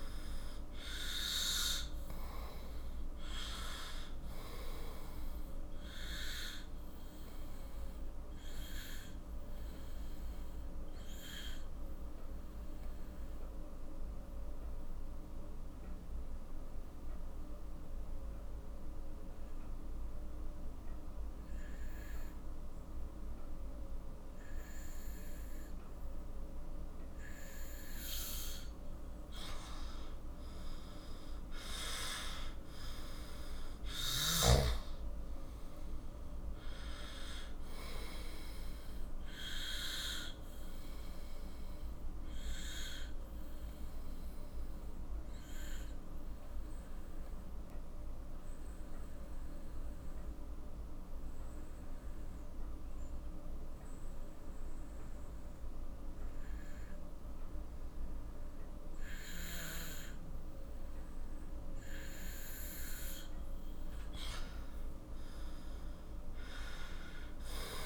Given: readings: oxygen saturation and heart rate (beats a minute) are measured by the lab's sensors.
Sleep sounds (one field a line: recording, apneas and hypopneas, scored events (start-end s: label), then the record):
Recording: breathing in sleep by a room microphone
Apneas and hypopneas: 2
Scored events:
0.00-17.50 s: oxygen desaturation (device-marked, oxygen 91% lowest, heart rate 44 extreme)
7.00-28.00 s: obstructive apnea (oxygen 98% before, 91% lowest, heart rate 54 before, 41 extreme, up 11 after)
27.50-55.50 s: oxygen desaturation (device-marked, oxygen 97% before, 91% lowest, heart rate 48 before, 41 extreme)
29.50-34.00 s: arousal
39.00-63.00 s: obstructive apnea (oxygen 97% before, 91% lowest, heart rate 54 before, 41 extreme, up 10 after)
64.00-67.86 s: arousal
From the record:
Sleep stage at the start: N2 (light sleep)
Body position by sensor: on the back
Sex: male